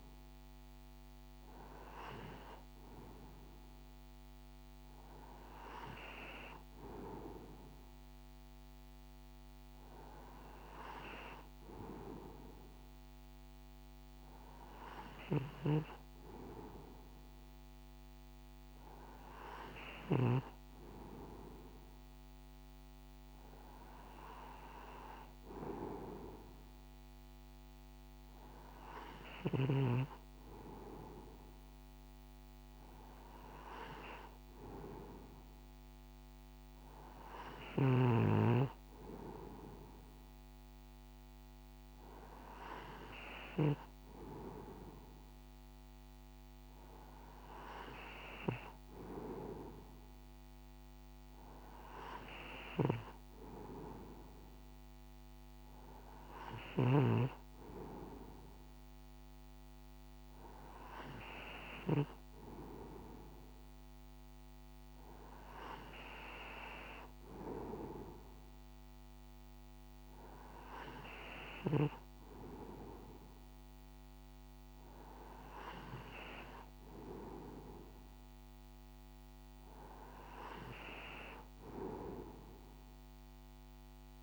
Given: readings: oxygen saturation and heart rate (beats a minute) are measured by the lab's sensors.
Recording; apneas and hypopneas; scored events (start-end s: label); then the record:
breathing in sleep by a microphone on the trachea; none
none scored
From the record:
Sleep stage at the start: N2 (light sleep); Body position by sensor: on the right side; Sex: male